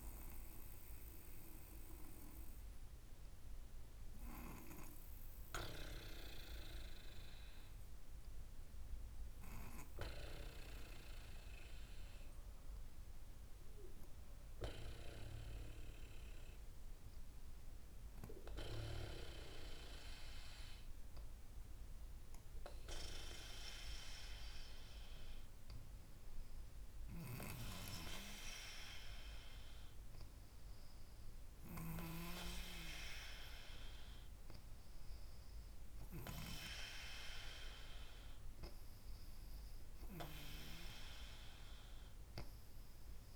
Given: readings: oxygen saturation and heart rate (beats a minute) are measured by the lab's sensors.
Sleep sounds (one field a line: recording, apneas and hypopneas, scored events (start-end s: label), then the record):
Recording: breathing in sleep by a room microphone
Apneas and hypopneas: none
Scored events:
none scored
From the record:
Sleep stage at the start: N2 (light sleep)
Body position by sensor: on the back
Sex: female